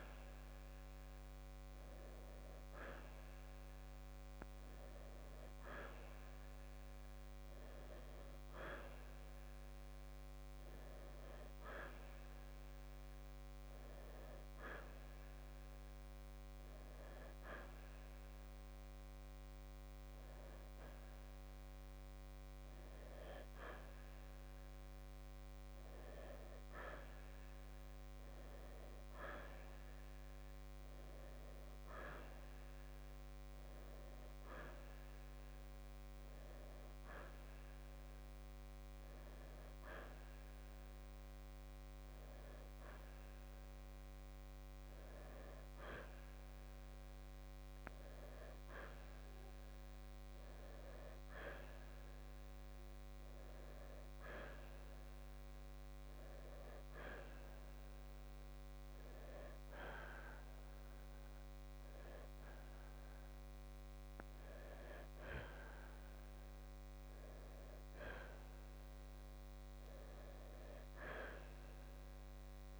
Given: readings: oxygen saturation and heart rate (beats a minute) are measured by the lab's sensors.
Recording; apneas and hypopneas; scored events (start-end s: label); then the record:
breathing in sleep by a microphone on the trachea; none
none scored
From the record:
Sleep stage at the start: N2 (light sleep); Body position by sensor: on the right side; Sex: male